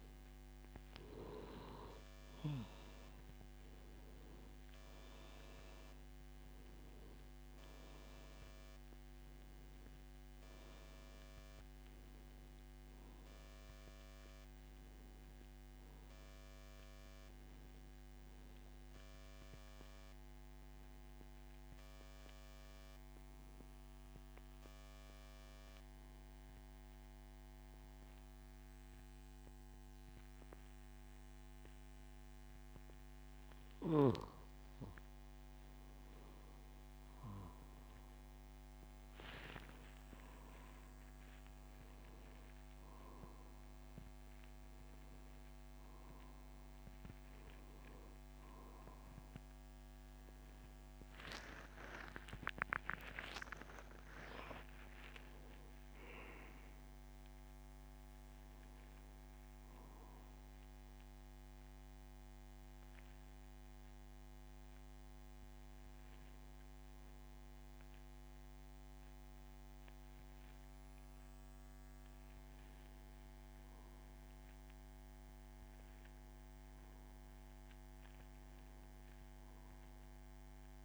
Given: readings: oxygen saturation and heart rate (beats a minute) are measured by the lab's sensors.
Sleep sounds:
breathing in sleep by a microphone on the trachea; 1
0.00-27.00 s: oxygen desaturation (device-marked, oxygen 96% before, 90% lowest, heart rate 92 before, 27 extreme)
16.50-20.00 s: arousal
22.00-34.50 s: obstructive apnea (oxygen 96% before, 91% lowest)
32.00-80.85 s: new sleep stage, N1 (lightest sleep)
36.50-39.50 s: arousal
63.50-66.50 s: arousal
From the record:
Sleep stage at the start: N2 (light sleep); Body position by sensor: on the back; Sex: male

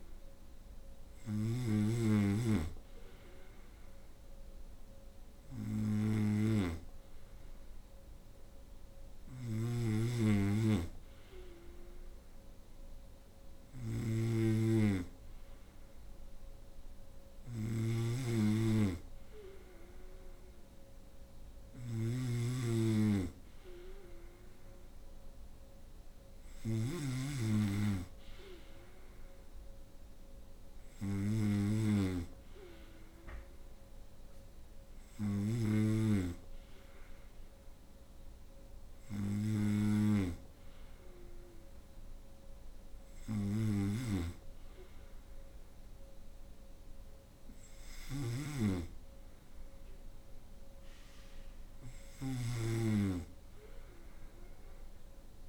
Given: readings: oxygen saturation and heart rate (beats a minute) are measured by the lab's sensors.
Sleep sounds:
breathing in sleep by a room microphone; none
0.00-55.49 s: snoring (device-marked)
From the record:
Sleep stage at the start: N2 (light sleep); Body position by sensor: on the right side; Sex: female

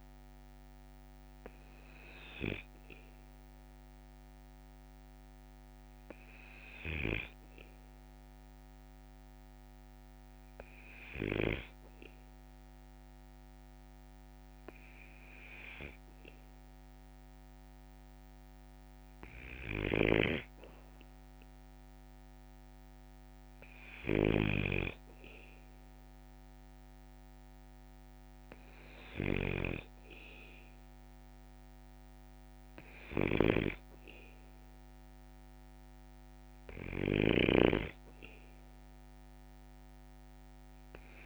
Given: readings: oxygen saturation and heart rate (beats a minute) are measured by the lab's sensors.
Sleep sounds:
breathing in sleep by a microphone on the trachea; none
19.50-37.50 s: snoring (device-marked)
From the record:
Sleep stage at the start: N2 (light sleep); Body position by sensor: on the back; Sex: male

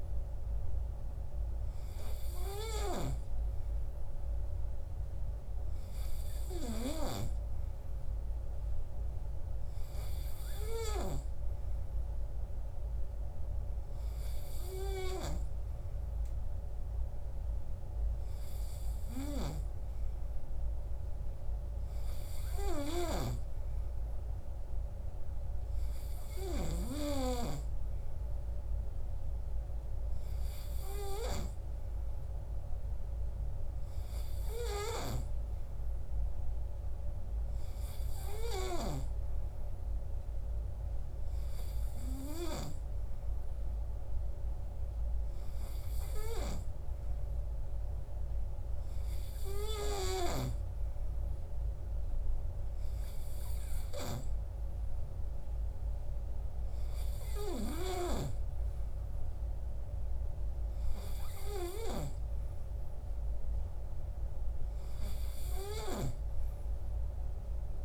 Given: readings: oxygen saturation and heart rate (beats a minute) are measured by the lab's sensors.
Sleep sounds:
breathing in sleep by a room microphone; none
none scored
From the record:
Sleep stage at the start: N3 (deep sleep); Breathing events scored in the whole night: 219 in 7.0 hours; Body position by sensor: on the right side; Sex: male

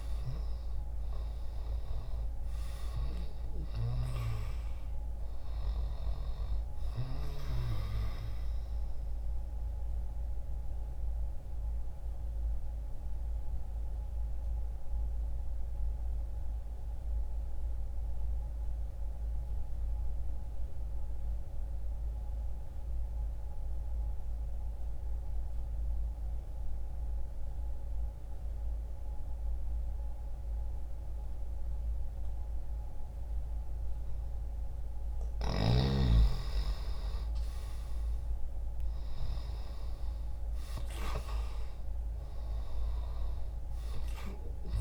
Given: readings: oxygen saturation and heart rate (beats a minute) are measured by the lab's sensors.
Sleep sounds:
breathing in sleep by a room microphone; 1
0.00-16.50 s: oxygen desaturation (device-marked, oxygen 91% lowest, heart rate 60 extreme)
8.00-33.50 s: mixed apnea (oxygen 97% before, 89% lowest, heart rate 63 before, 60 extreme, up 0 after)
23.50-31.50 s: oxygen desaturation (device-marked, oxygen 94% before, 89% lowest, heart rate 62 before, 60 extreme)
35.00-40.00 s: arousal
38.50-44.81 s: oxygen desaturation (device-marked, oxygen 98% before, 93% lowest, heart rate 60 before, 60 extreme)
From the record:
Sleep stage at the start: N2 (light sleep); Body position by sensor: on the back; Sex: male

